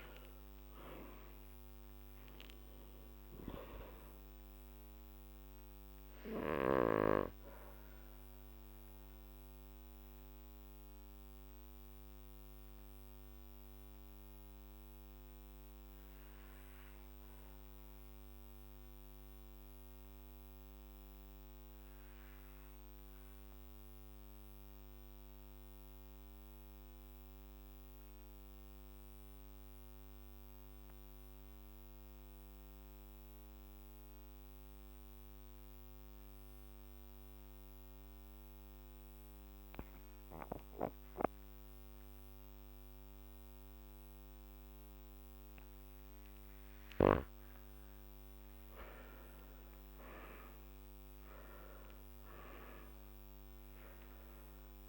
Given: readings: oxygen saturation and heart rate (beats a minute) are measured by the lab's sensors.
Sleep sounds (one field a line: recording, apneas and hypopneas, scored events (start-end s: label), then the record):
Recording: breathing in sleep by a microphone on the trachea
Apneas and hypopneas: 1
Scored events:
0.00-3.50 s: arousal
7.50-47.00 s: mixed apnea (oxygen 99% before, 90% lowest, heart rate 55 before, 47 extreme, up 15 after)
20.00-50.00 s: new sleep stage, REM sleep
24.00-36.00 s: oxygen desaturation (device-marked, oxygen 98% before, 92% lowest, heart rate 53 before, 51 extreme)
49.50-53.50 s: arousal
50.00-54.89 s: new sleep stage, N2 (light sleep)
From the record:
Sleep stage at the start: N2 (light sleep)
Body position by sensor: on the back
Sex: male